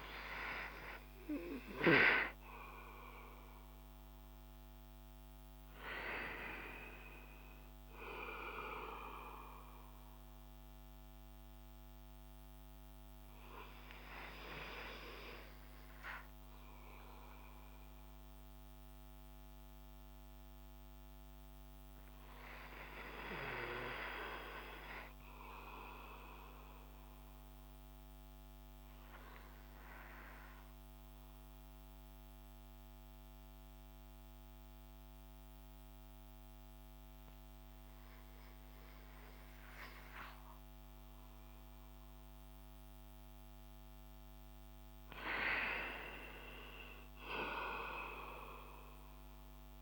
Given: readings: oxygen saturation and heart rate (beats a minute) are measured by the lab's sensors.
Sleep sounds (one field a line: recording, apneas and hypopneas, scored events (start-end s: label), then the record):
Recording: breathing in sleep by a microphone on the trachea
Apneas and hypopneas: 1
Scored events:
9.00-42.00 s: obstructive apnea (oxygen 98% before, 93% lowest)
45.00-49.50 s: arousal
From the record:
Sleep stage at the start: N2 (light sleep)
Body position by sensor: on the back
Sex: male